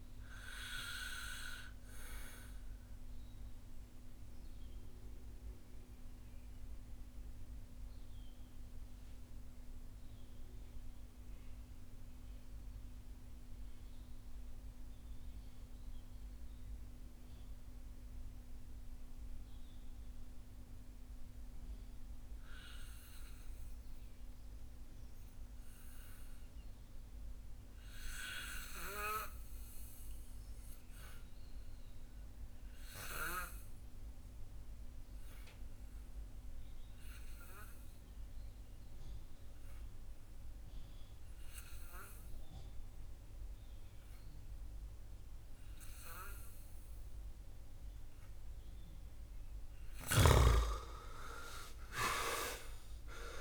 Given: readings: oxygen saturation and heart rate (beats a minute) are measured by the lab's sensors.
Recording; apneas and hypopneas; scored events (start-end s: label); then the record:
breathing in sleep by a room microphone; 1
0.00-21.50 s: oxygen desaturation (device-marked, oxygen 76% lowest)
2.50-47.00 s: mixed apnea (oxygen 96% before, 75% lowest)
26.50-53.41 s: oxygen desaturation (device-marked, oxygen 98% before, 75% lowest)
49.50-53.00 s: arousal
From the record:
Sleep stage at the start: N2 (light sleep); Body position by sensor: on the back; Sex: male